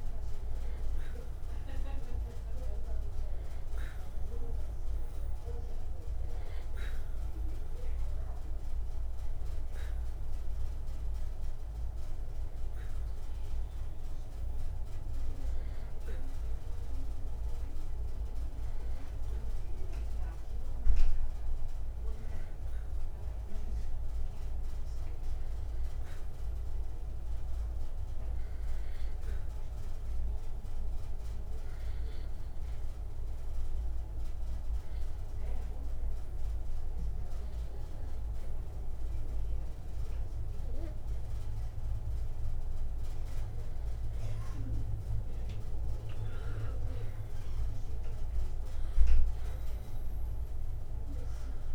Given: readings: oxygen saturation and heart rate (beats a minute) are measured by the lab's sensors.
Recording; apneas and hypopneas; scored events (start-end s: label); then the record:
breathing in sleep by a room microphone; 1
29.50-43.50 s: hypopnea (oxygen 95% before, 91% lowest, heart rate 60 before, 59 extreme, up 3 after)
46.00-50.00 s: arousal
From the record:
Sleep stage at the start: N2 (light sleep); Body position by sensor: on the back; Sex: male